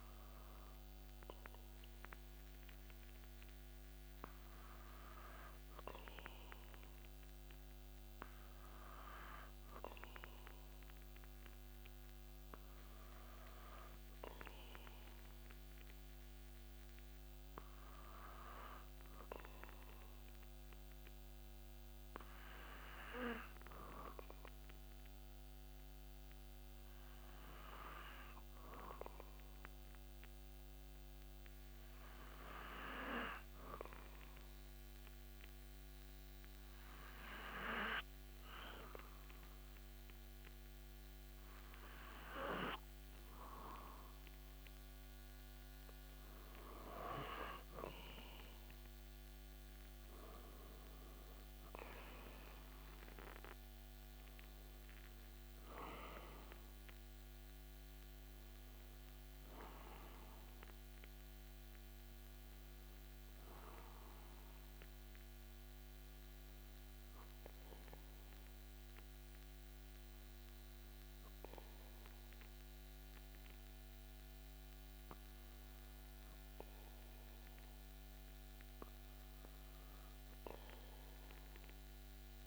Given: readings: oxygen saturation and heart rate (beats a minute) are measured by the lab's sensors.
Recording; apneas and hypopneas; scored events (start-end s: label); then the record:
breathing in sleep by a microphone on the trachea; 1
22.00-45.50 s: hypopnea (oxygen 98% before, 95% lowest)
48.00-53.00 s: arousal
From the record:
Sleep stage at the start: N2 (light sleep); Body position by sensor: on the back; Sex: male